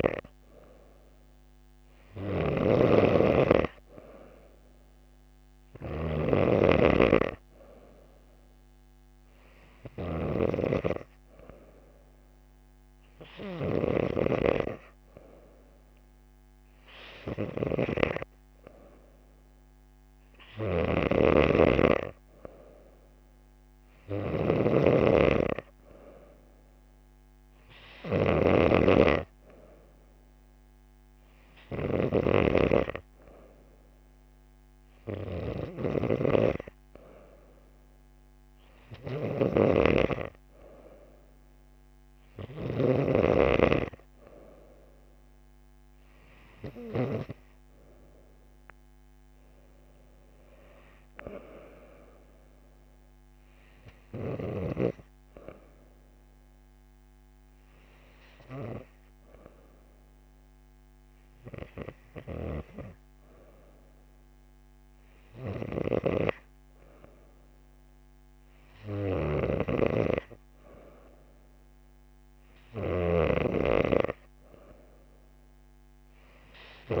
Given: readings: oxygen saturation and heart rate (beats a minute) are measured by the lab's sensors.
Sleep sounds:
breathing in sleep by a microphone on the trachea; none
none scored
From the record:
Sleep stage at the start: N2 (light sleep); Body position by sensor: on the back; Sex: female

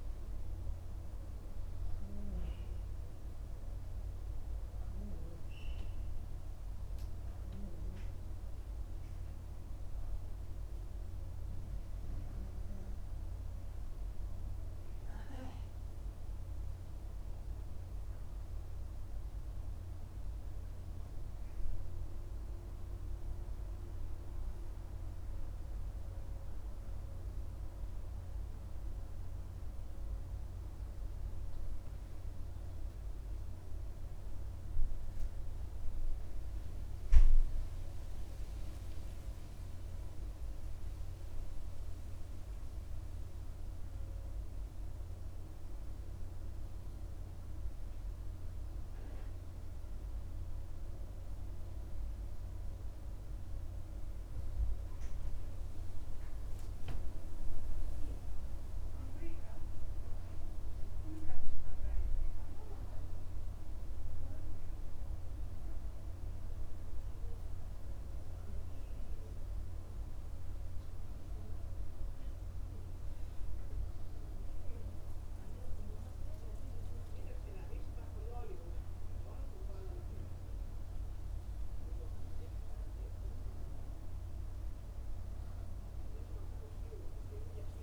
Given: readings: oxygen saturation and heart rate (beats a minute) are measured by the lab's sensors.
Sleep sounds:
breathing in sleep, hard to hear, by a room microphone; none
none scored
From the record:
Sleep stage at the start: N2 (light sleep); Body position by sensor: on the right side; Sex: male

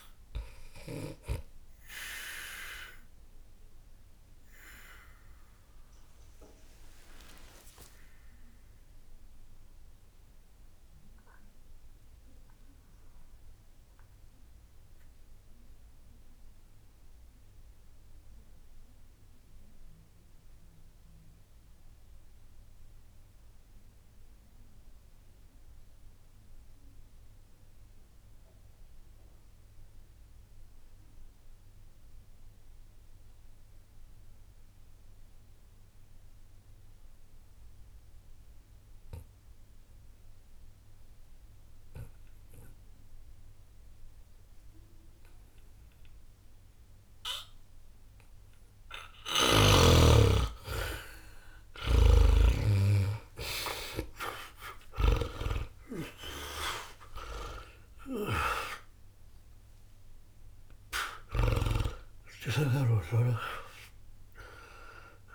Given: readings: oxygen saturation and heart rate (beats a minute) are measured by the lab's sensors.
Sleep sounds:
breathing in sleep by a room microphone; 1
0.00-25.00 s: oxygen desaturation (device-marked, oxygen 75% lowest, heart rate 60 extreme)
2.00-48.00 s: obstructive apnea (oxygen 97% before, 72% lowest, heart rate 66 before, 60 extreme, up 0 after)
40.00-65.00 s: oxygen desaturation (device-marked, oxygen 99% before, 86% lowest, heart rate 60 before, 60 extreme)
45.00-65.35 s: new sleep stage, N1 (lightest sleep)
52.00-55.50 s: snoring (device-marked)
52.50-57.50 s: arousal
From the record:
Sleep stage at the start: N2 (light sleep); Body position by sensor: on the back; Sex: male

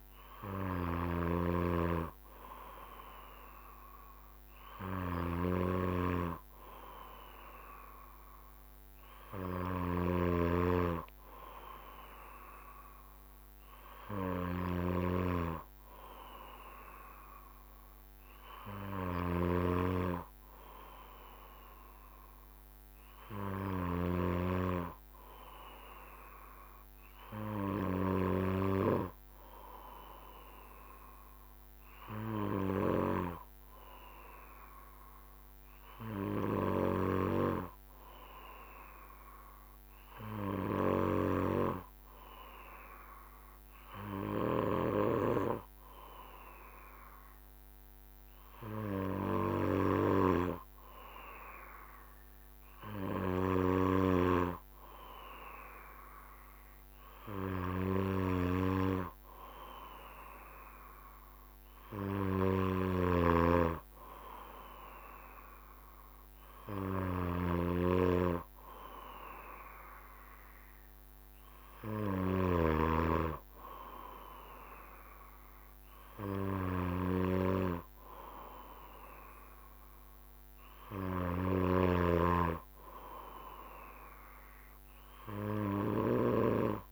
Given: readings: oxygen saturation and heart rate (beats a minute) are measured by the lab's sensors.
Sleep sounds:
breathing in sleep by a microphone on the trachea; 1
21.00-25.50 s: arousal
33.00-53.00 s: obstructive apnea (oxygen 95% before, 94% lowest, heart rate 69 before, 67 extreme, up 1 after)
58.50-63.00 s: arousal
From the record:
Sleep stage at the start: N2 (light sleep); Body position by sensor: on the back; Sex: male

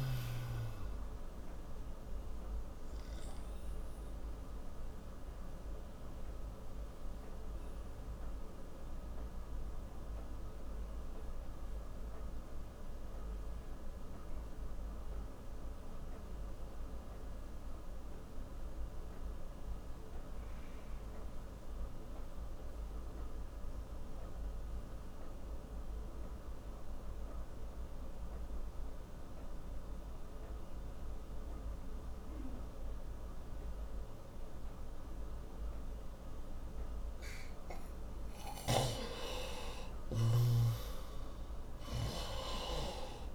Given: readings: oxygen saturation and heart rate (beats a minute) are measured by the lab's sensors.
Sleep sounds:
breathing in sleep by a room microphone; 1
0.00-22.00 s: oxygen desaturation (device-marked, oxygen 88% lowest, heart rate 56 extreme)
2.00-36.50 s: obstructive apnea (oxygen 96% before, 87% lowest, heart rate 71 before, 56 extreme, up 27 after)
38.50-43.35 s: snoring (device-marked)
39.50-43.00 s: arousal
From the record:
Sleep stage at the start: N2 (light sleep); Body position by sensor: on the right side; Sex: male

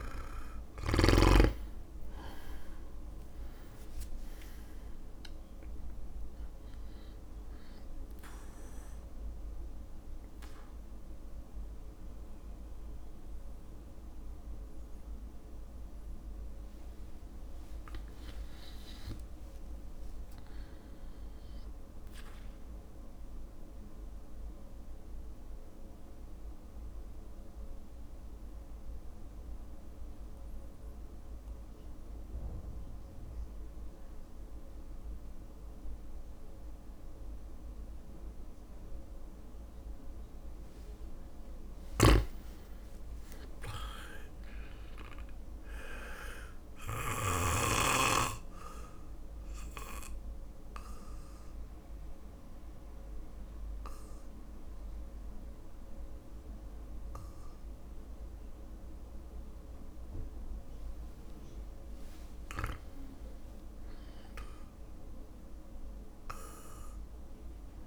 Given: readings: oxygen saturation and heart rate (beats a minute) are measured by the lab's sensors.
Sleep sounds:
breathing in sleep by a room microphone; 3
0.00-1.50 s: arousal
0.00-1.50 s: snoring (device-marked)
0.00-9.00 s: drop in pulse transit time (device-marked, heart rate 58 extreme)
3.00-26.00 s: oxygen desaturation (device-marked, oxygen 99% before, 92% lowest, heart rate 60 before, 54 extreme)
7.00-17.00 s: obstructive apnea (oxygen 100% before, 92% lowest, heart rate 60 before, 54 extreme, up 15 after)
18.50-21.00 s: arousal
19.00-21.00 s: long interval between heartbeats (device-marked, heart rate 59 before, 62 extreme)
23.00-41.00 s: mixed apnea (oxygen 99% before, 94% lowest, heart rate 59 before, 54 extreme, up 5 after)
42.00-47.50 s: snoring (device-marked)
43.00-45.50 s: arousal
47.50-60.00 s: obstructive apnea (oxygen 100% before, 94% lowest, heart rate 56 before, 52 extreme, up 13 after)
49.00-67.87 s: oxygen desaturation (device-marked, oxygen 99% before, 94% lowest, heart rate 56 before, 52 extreme)
62.50-64.50 s: long interval between heartbeats (device-marked, heart rate 57 before, 66 extreme)
63.00-66.00 s: arousal
From the record:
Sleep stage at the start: N2 (light sleep); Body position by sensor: on the back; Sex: male

